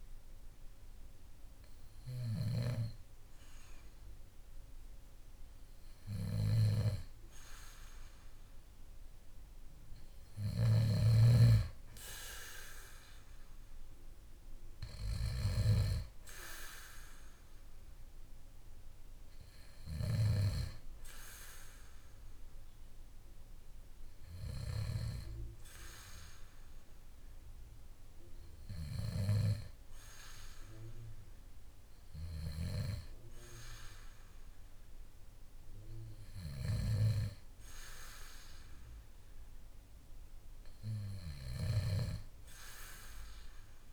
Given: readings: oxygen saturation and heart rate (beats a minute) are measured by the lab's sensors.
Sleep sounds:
breathing in sleep by a room microphone; none
none scored
From the record:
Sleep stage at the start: N2 (light sleep); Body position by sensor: on the back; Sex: male

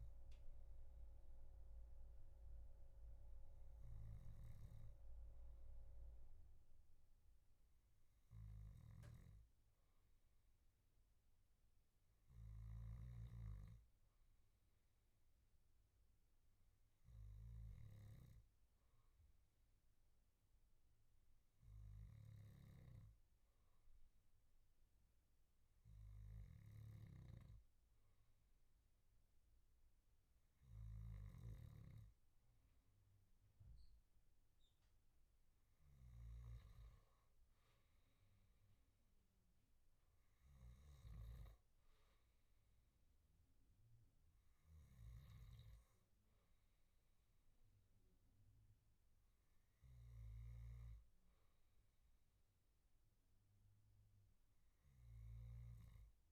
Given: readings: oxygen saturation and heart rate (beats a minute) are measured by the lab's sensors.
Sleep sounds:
breathing in sleep, hard to hear, by a room microphone; none
22.50-41.00 s: snoring (device-marked)
50.50-56.00 s: snoring (device-marked)
From the record:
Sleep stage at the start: N2 (light sleep); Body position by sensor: on the back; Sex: male

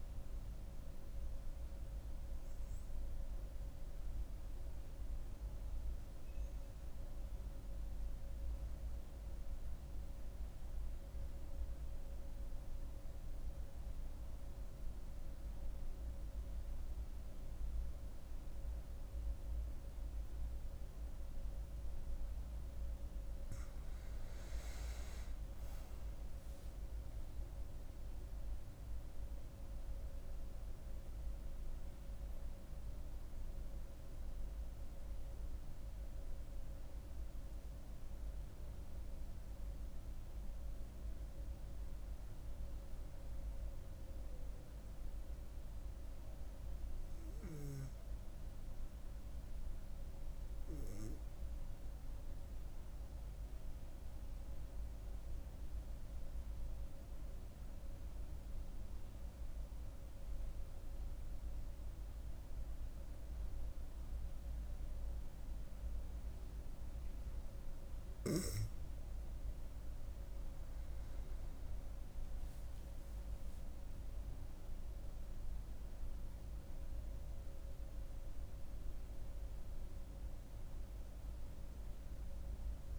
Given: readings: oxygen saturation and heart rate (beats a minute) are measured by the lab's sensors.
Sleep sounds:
breathing in sleep, hard to hear, by a room microphone; 2
3.50-22.50 s: central apnea (oxygen 98% before, 93% lowest, heart rate 77 before, 66 extreme, up 10 after)
24.00-46.00 s: oxygen desaturation (device-marked, oxygen 97% before, 93% lowest, heart rate 67 before, 67 extreme)
24.50-29.00 s: arousal
51.00-68.50 s: mixed apnea (oxygen 98% before, 93% lowest, heart rate 75 before, 68 extreme, up 8 after)
70.00-82.99 s: oxygen desaturation (device-marked, oxygen 98% before, 93% lowest, heart rate 68 before, 66 extreme)
71.00-75.50 s: arousal
From the record:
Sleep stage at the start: N2 (light sleep); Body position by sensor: on the back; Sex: female

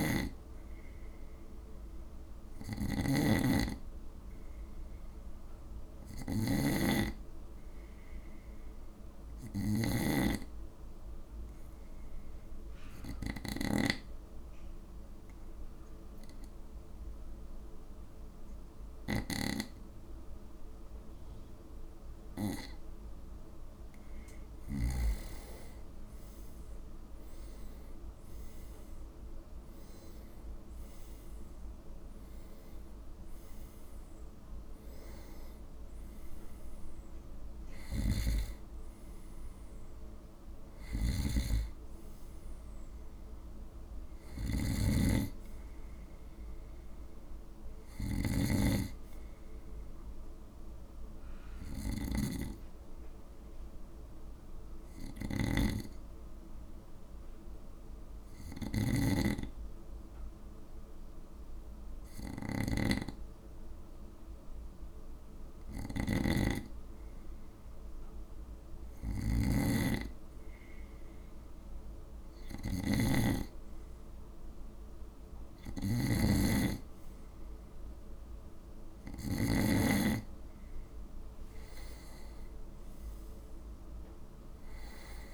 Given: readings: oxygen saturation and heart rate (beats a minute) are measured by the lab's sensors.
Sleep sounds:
breathing in sleep by a room microphone; 2
0.00-25.00 s: snoring (device-marked)
10.00-23.00 s: obstructive apnea (oxygen 97% before, 91% lowest, heart rate 56 before, 57 extreme, up 6 after)
26.00-30.00 s: arousal
37.50-79.50 s: snoring (device-marked)
49.00-64.00 s: oxygen desaturation (device-marked, oxygen 94% before, 91% lowest, heart rate 61 before, 54 extreme)
53.50-68.00 s: hypopnea (oxygen 94% before, 91% lowest, heart rate 60 before, 55 extreme, up 3 after)
71.00-75.00 s: arousal
From the record:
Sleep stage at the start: N2 (light sleep); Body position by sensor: on the right side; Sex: male

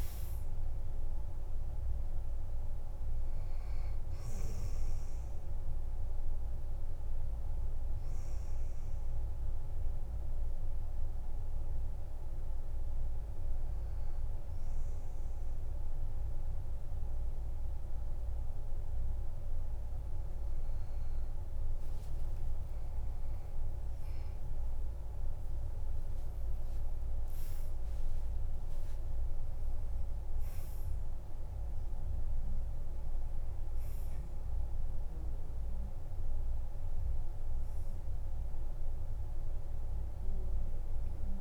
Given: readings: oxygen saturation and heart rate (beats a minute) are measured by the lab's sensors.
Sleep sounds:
breathing in sleep, hard to hear, by a room microphone; 1
0.00-20.00 s: oxygen desaturation (device-marked, oxygen 94% lowest, heart rate 46 extreme)
9.00-21.50 s: hypopnea (oxygen 98% before, 93% lowest, heart rate 56 before, 46 extreme, up 13 after)
24.00-28.00 s: arousal
From the record:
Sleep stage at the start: N2 (light sleep); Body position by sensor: on the back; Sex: male

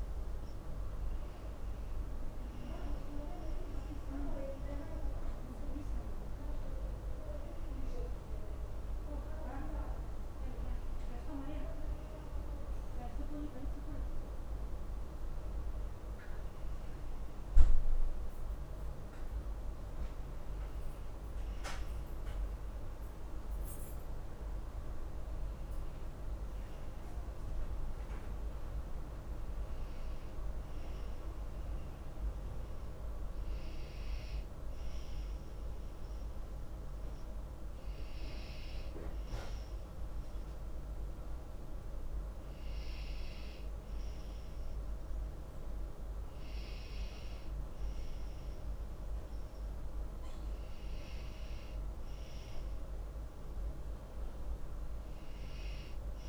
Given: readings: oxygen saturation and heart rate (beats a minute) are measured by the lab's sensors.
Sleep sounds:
breathing in sleep by a room microphone; none
none scored
From the record:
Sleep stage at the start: N2 (light sleep); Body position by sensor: on the back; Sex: female

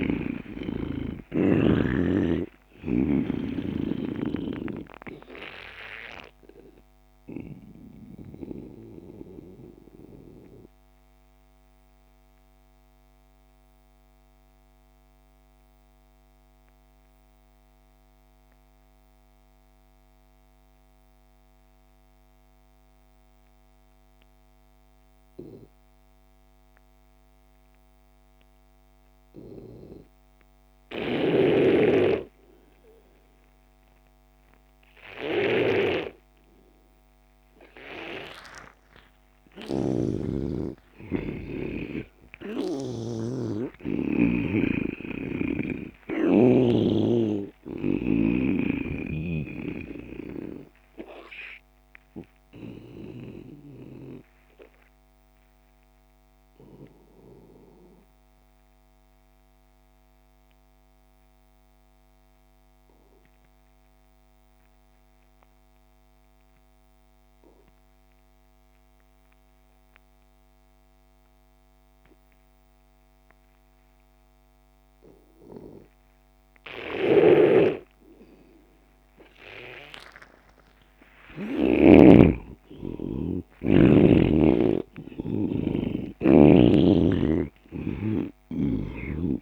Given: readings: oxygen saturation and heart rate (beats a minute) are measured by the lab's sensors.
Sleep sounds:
breathing in sleep by a microphone on the trachea; 2
0.00-1.00 s: arousal
0.00-21.50 s: oxygen desaturation (device-marked, oxygen 86% lowest)
4.00-8.00 s: snoring (device-marked)
6.00-40.00 s: obstructive apnea (oxygen 99% before, 85% lowest)
31.50-50.00 s: snoring (device-marked)
33.50-62.50 s: oxygen desaturation (device-marked, oxygen 99% before, 89% lowest)
40.50-44.50 s: arousal
49.00-81.00 s: obstructive apnea (oxygen 99% before, 85% lowest)
77.00-82.00 s: snoring (device-marked)
78.50-89.41 s: oxygen desaturation (device-marked, oxygen 98% before, 85% lowest)
82.00-87.00 s: arousal
From the record:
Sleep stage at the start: N2 (light sleep); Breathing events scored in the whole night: 519 in 6.8 hours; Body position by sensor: on the back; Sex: male

